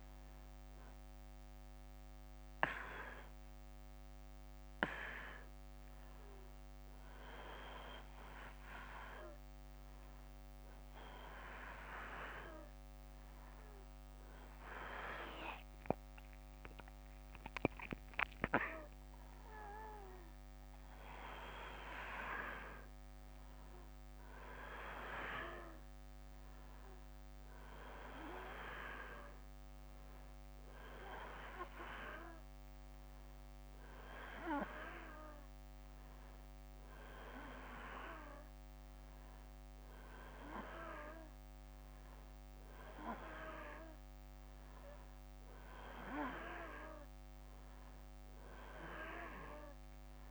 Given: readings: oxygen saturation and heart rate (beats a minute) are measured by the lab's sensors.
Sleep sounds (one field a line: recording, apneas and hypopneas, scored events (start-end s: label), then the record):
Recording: a person awake in a sleep study, by a microphone on the trachea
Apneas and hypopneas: none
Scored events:
none scored
From the record:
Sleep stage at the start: awake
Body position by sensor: on the back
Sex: male